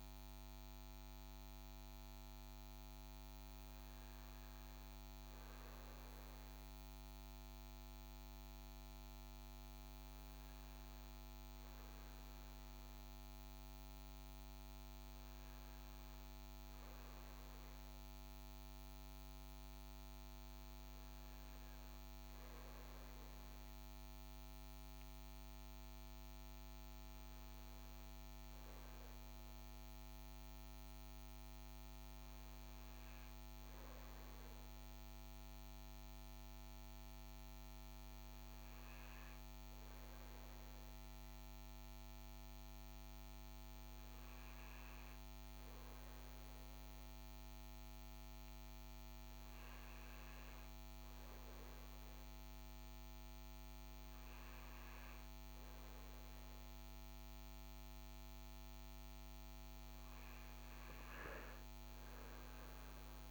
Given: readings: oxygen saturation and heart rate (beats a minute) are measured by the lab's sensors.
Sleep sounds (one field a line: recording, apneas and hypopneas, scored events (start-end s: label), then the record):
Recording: breathing in sleep, hard to hear, by a microphone on the trachea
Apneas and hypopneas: none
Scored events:
none scored
From the record:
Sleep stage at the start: REM sleep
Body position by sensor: on the front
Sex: male